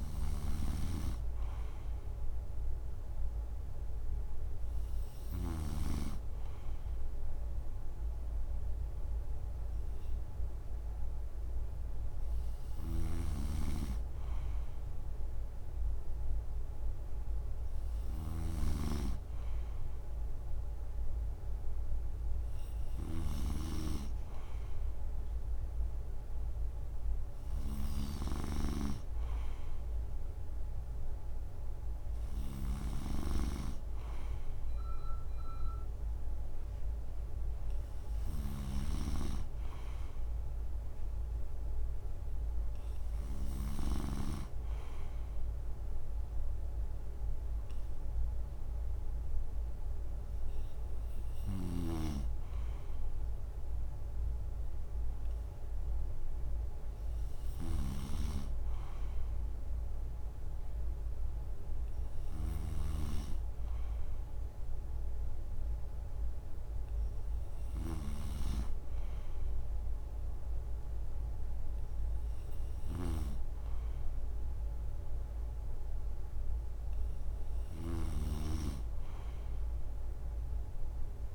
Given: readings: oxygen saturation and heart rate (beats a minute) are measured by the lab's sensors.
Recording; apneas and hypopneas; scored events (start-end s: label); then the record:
breathing in sleep by a room microphone; none
0.00-5.50 s: snoring (device-marked)
12.50-43.50 s: snoring (device-marked)
51.00-78.00 s: snoring (device-marked)
From the record:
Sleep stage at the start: N3 (deep sleep); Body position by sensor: on the right side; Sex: male